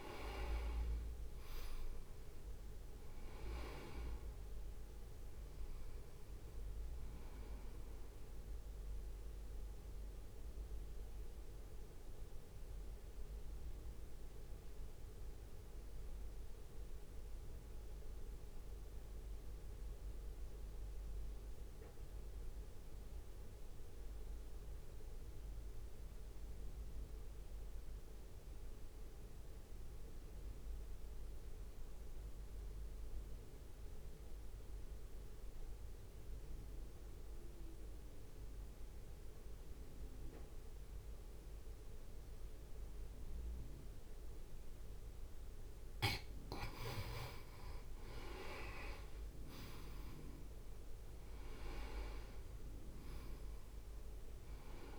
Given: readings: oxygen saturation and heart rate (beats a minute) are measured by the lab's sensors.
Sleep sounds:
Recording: breathing in sleep by a room microphone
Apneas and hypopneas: 1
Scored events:
0.00-1.00 s: arousal
0.00-27.50 s: oxygen desaturation (device-marked, oxygen 83% lowest, heart rate 54 extreme)
0.50-13.50 s: drop in pulse transit time (device-marked, heart rate 61 before, 55 extreme)
10.50-46.00 s: mixed apnea (oxygen 97% before, 83% lowest, heart rate 59 before, 54 extreme, up 4 after)
41.50-54.99 s: oxygen desaturation (device-marked, oxygen 98% before, 84% lowest, heart rate 65 before, 54 extreme)
49.50-54.00 s: arousal
52.50-54.99 s: drop in pulse transit time (device-marked, heart rate 62 before, 54 extreme)
From the record:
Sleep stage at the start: N2 (light sleep)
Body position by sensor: on the right side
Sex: male

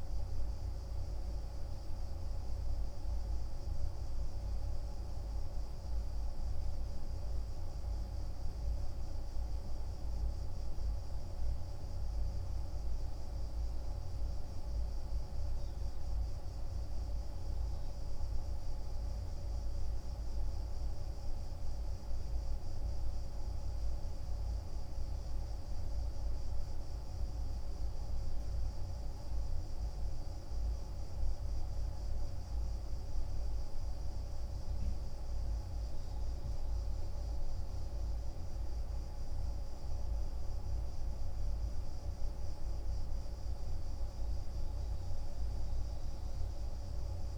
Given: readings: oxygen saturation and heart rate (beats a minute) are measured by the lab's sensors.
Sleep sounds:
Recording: breathing in sleep, hard to hear, by a room microphone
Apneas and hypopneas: none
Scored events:
none scored
From the record:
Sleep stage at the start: N2 (light sleep)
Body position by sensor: on the right side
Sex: male

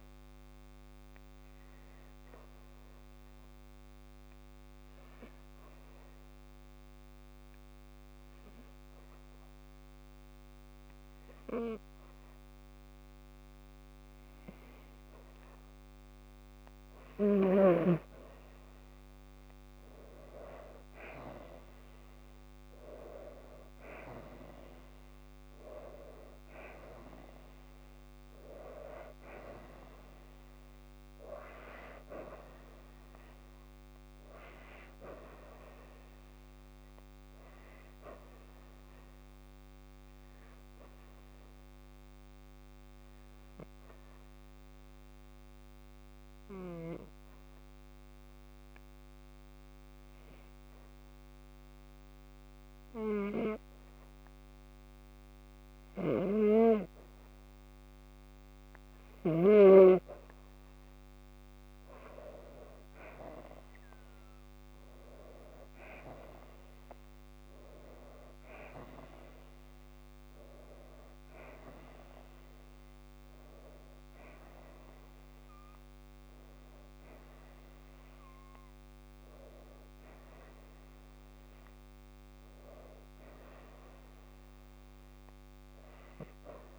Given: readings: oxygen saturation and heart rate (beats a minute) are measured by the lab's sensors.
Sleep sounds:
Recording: breathing in sleep by a microphone on the trachea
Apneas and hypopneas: 2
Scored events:
1.00-14.00 s: obstructive apnea (oxygen 96% before, 90% lowest, heart rate 55 before, 51 extreme, up 4 after)
21.00-24.50 s: arousal
40.00-54.50 s: obstructive apnea (oxygen 96% before, 90% lowest, heart rate 55 before, 52 extreme, up 1 after)
43.00-63.00 s: oxygen desaturation (device-marked, oxygen 95% before, 90% lowest, heart rate 55 before, 51 extreme)
64.00-68.00 s: arousal
From the record:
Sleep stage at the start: N2 (light sleep)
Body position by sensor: on the back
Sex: female

